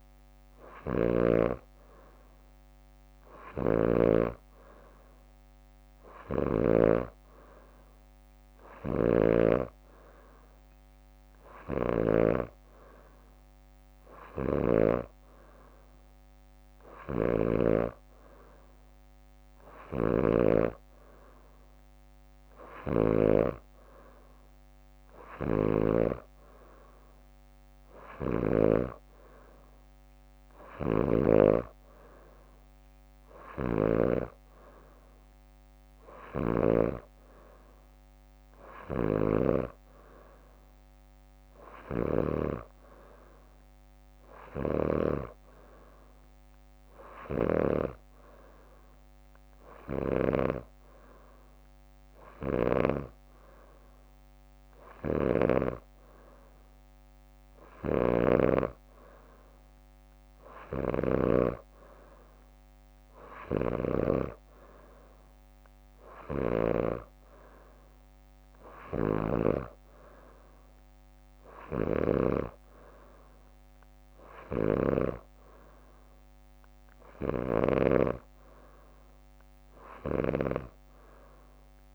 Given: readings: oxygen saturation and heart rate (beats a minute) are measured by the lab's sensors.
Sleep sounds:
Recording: breathing in sleep by a microphone on the trachea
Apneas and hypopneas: none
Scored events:
0.00-1.50 s: snoring (device-marked)
3.50-7.00 s: snoring (device-marked)
11.50-15.00 s: snoring (device-marked)
17.00-23.50 s: snoring (device-marked)
22.50-24.00 s: leg movement (device-marked)
30.50-37.00 s: snoring (device-marked)
39.00-42.50 s: snoring (device-marked)
43.00-56.00 s: drop in pulse transit time (device-marked, heart rate 67 before, 65 extreme)
44.50-45.50 s: leg movement (device-marked)
46.50-51.00 s: leg movement (device-marked)
47.00-50.50 s: snoring (device-marked)
52.00-56.50 s: leg movement (device-marked)
66.00-67.50 s: leg movement (device-marked)
74.50-78.00 s: snoring (device-marked)
From the record:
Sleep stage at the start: N3 (deep sleep)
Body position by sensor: on the back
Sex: female

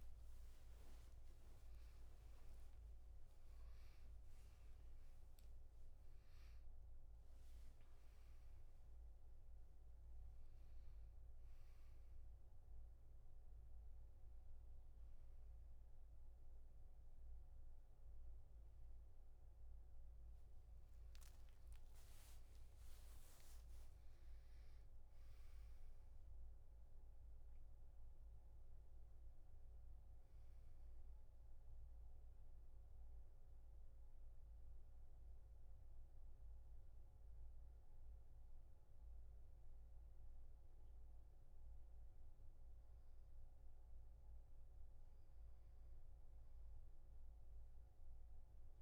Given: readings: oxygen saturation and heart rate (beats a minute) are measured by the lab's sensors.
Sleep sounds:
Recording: breathing in sleep, hard to hear, by a room microphone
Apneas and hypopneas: 1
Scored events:
0.00-1.50 s: arousal
24.00-27.50 s: arousal
31.00-41.50 s: obstructive apnea (oxygen 97% before, 90% lowest, heart rate 92 before, 65 extreme, up 0 after)
44.00-47.50 s: arousal
From the record:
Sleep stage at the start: N1 (lightest sleep)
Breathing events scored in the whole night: 268 in 4.1 hours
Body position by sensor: on the back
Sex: male

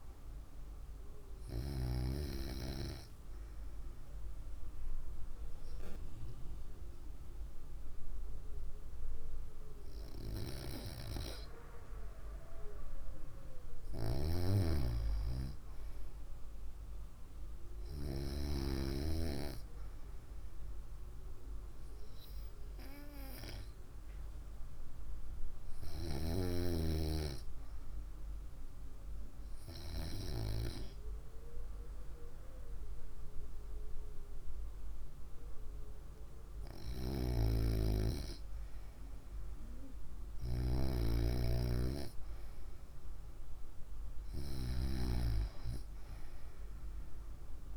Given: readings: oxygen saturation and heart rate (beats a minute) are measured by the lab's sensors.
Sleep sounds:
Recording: breathing in sleep by a room microphone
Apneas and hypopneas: 2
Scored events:
4.00-14.00 s: obstructive apnea (oxygen 95% before, 93% lowest, heart rate 65 before, 58 extreme, up 1 after)
16.00-19.50 s: arousal
28.50-39.00 s: obstructive apnea (oxygen 95% before, 93% lowest, heart rate 63 before, 60 extreme, up 2 after)
41.50-44.50 s: arousal
From the record:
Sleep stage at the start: N2 (light sleep)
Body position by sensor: on the right side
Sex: female

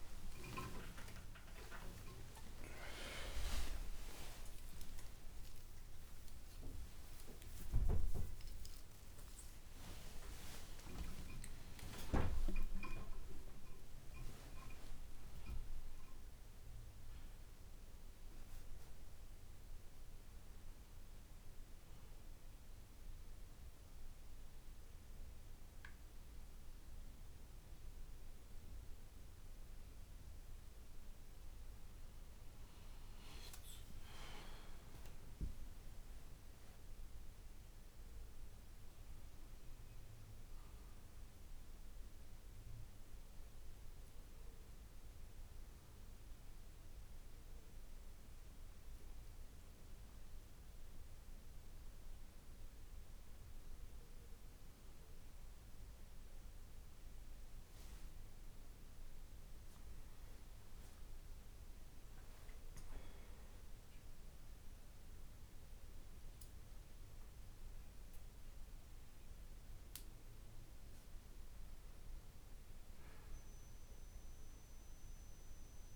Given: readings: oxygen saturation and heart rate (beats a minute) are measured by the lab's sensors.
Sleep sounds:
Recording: a person partly awake in a sleep study, by a room microphone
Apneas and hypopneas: none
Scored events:
30.00-75.96 s: new sleep stage, N2 (light sleep)
From the record:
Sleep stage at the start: awake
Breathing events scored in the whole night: 217 in 6.2 hours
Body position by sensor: on the left side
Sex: male

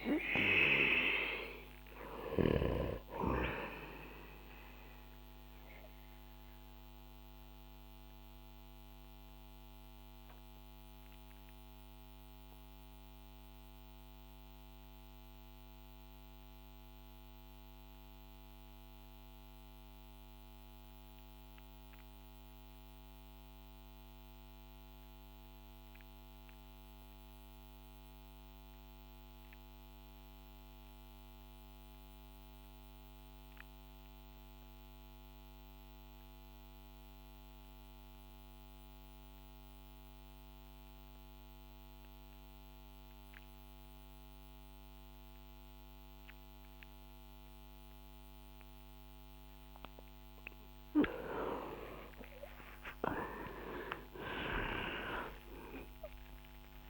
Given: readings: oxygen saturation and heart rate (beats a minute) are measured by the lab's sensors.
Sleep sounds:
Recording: breathing in sleep by a microphone on the trachea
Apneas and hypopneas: 1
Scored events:
0.00-4.50 s: oxygen desaturation (device-marked, oxygen 86% lowest, heart rate 58 extreme)
4.50-47.50 s: mixed apnea (oxygen 94% before, 79% lowest, heart rate 68 before, 58 extreme)
6.50-22.50 s: oxygen desaturation (device-marked, oxygen 91% before, 79% lowest, heart rate 69 before, 58 extreme)
39.50-56.90 s: new sleep stage, N1 (lightest sleep)
42.50-56.90 s: oxygen desaturation (device-marked, oxygen 97% before, 83% lowest, heart rate 62 before, 62 extreme)
53.00-56.90 s: arousal
From the record:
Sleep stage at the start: REM sleep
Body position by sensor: on the back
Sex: male

